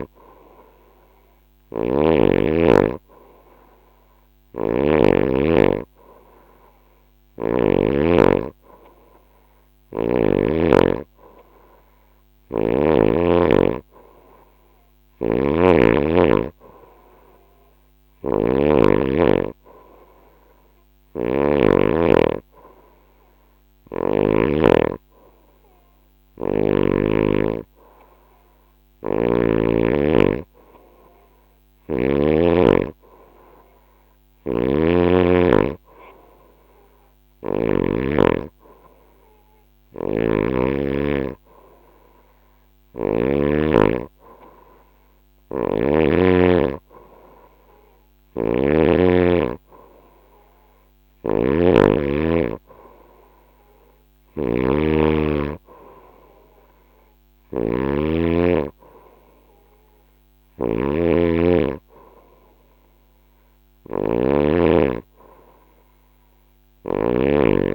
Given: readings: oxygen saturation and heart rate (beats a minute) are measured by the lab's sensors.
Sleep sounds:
breathing in sleep by a microphone on the trachea; none
0.00-1.50 s: snoring (device-marked)
3.50-7.00 s: snoring (device-marked)
11.50-21.00 s: snoring (device-marked)
28.00-31.50 s: snoring (device-marked)
33.50-37.00 s: snoring (device-marked)
39.00-42.50 s: snoring (device-marked)
44.50-66.50 s: snoring (device-marked)
From the record:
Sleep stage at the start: N2 (light sleep); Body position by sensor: on the right side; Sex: female

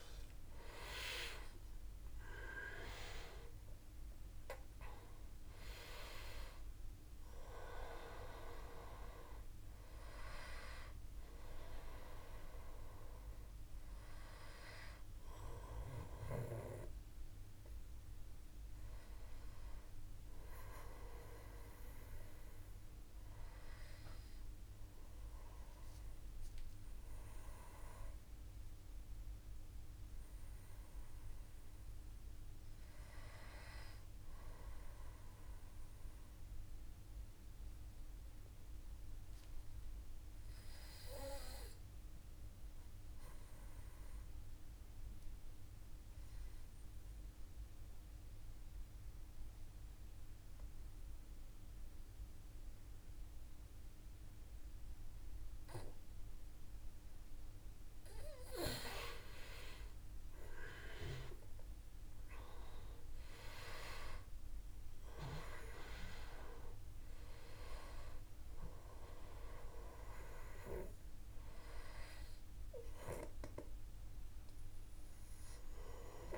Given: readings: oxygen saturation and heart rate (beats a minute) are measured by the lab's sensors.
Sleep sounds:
breathing in sleep by a room microphone; 1
0.00-3.50 s: arousal
0.00-16.00 s: oxygen desaturation (device-marked, oxygen 92% lowest, heart rate 53 extreme)
34.50-55.50 s: obstructive apnea (oxygen 98% before, 89% lowest, heart rate 54 before, 51 extreme, up 5 after)
56.00-76.37 s: oxygen desaturation (device-marked, oxygen 98% before, 89% lowest, heart rate 54 before, 51 extreme)
60.00-64.50 s: arousal
From the record:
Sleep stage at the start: N2 (light sleep); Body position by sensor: on the back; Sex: male

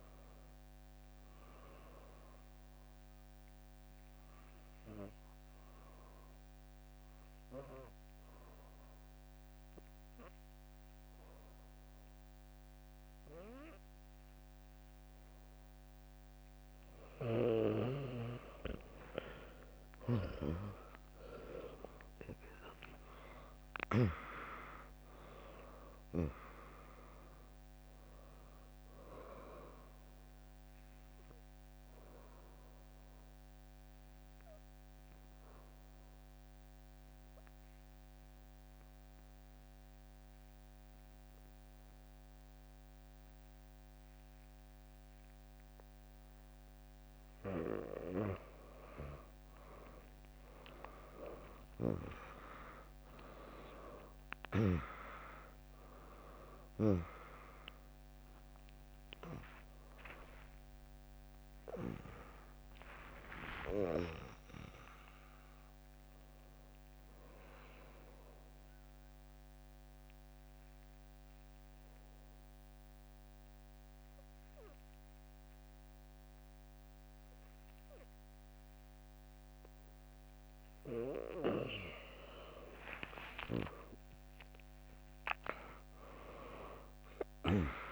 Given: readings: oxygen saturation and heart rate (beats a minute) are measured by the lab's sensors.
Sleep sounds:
breathing in sleep by a microphone on the trachea; 3
0.00-2.00 s: drop in pulse transit time (device-marked, heart rate 70 extreme)
0.00-5.00 s: oxygen desaturation (device-marked, oxygen 96% lowest, heart rate 58 extreme)
1.00-13.50 s: obstructive apnea (oxygen 100% before, 95% lowest, heart rate 83 before, 58 extreme, up 3 after)
17.00-19.00 s: bradycardia (device-marked, heart rate 73 before, 63 extreme)
18.00-22.00 s: arousal
22.00-33.00 s: drop in pulse transit time (device-marked, heart rate 72 before, 61 extreme)
22.00-43.00 s: oxygen desaturation (device-marked, oxygen 100% before, 95% lowest, heart rate 72 before, 62 extreme)
32.00-46.00 s: obstructive apnea (oxygen 100% before, 95% lowest, heart rate 72 before, 62 extreme, up 0 after)
54.00-73.00 s: oxygen desaturation (device-marked, oxygen 100% before, 96% lowest, heart rate 64 before, 59 extreme)
55.00-74.00 s: drop in pulse transit time (device-marked, heart rate 64 before, 68 extreme)
56.00-61.00 s: tachycardia (device-marked, heart rate 72 before, 108 extreme)
58.50-60.50 s: long interval between heartbeats (device-marked, heart rate 66 before, 98 extreme)
59.00-62.50 s: arousal
67.00-81.50 s: obstructive apnea (oxygen 100% before, 96% lowest, heart rate 82 before, 59 extreme, up 9 after)
84.00-87.92 s: arousal
From the record:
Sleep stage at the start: N2 (light sleep); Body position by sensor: on the back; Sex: female

